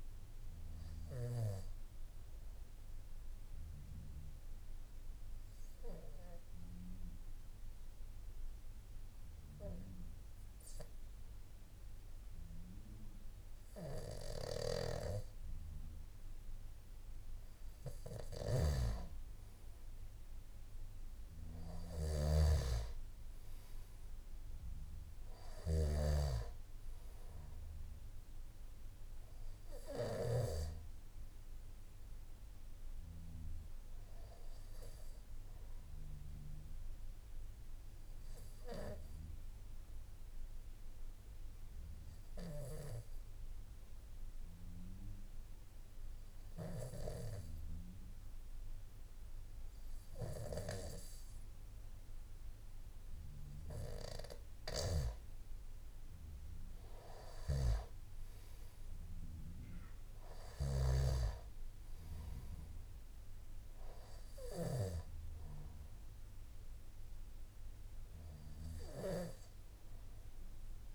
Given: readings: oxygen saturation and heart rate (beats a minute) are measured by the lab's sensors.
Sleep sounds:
breathing in sleep by a room microphone; 2
0.00-19.00 s: oxygen desaturation (device-marked, oxygen 92% lowest, heart rate 51 extreme)
1.00-16.00 s: obstructive apnea (oxygen 98% before, 92% lowest, heart rate 57 before, 51 extreme, up 5 after)
18.00-26.00 s: snoring (device-marked)
32.00-49.00 s: oxygen desaturation (device-marked, oxygen 98% before, 93% lowest, heart rate 54 before, 51 extreme)
38.50-53.00 s: obstructive apnea (oxygen 98% before, 92% lowest, heart rate 54 before, 51 extreme, up 7 after)
57.00-61.00 s: snoring (device-marked)
60.00-70.95 s: oxygen desaturation (device-marked, oxygen 97% before, 92% lowest, heart rate 53 before, 52 extreme)
From the record:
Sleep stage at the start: N3 (deep sleep); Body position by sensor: on the back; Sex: male

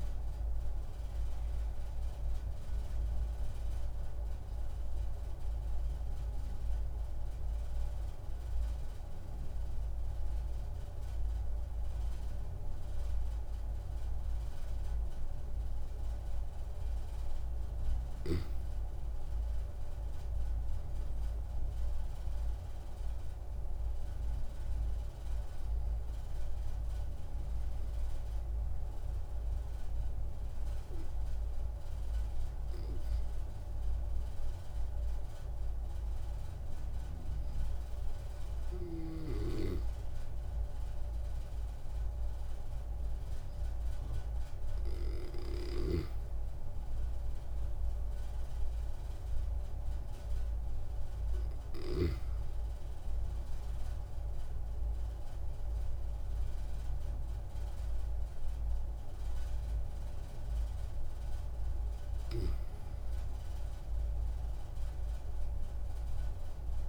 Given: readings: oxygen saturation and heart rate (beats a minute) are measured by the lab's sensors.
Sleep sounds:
breathing in sleep, hard to hear, by a room microphone; 1
4.00-17.50 s: obstructive apnea (oxygen 97% before, 94% lowest)
19.00-23.00 s: arousal
From the record:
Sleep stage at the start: N2 (light sleep); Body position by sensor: on the back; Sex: male

